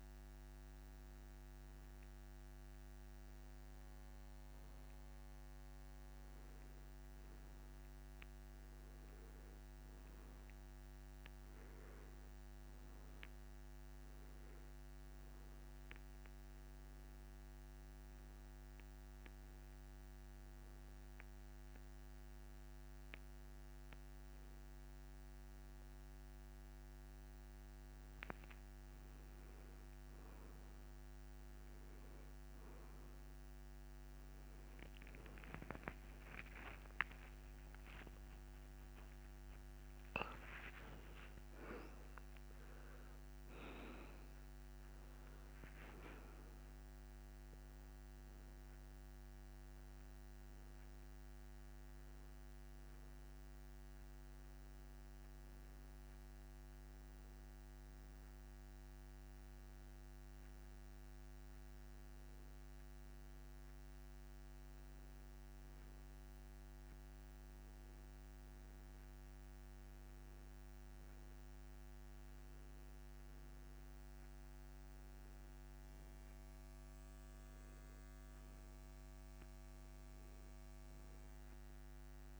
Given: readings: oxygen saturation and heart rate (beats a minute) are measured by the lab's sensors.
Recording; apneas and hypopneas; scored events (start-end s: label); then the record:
breathing in sleep, hard to hear, by a microphone on the trachea; none
36.00-40.50 s: arousal
From the record:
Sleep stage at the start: N2 (light sleep); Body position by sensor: on the back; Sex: male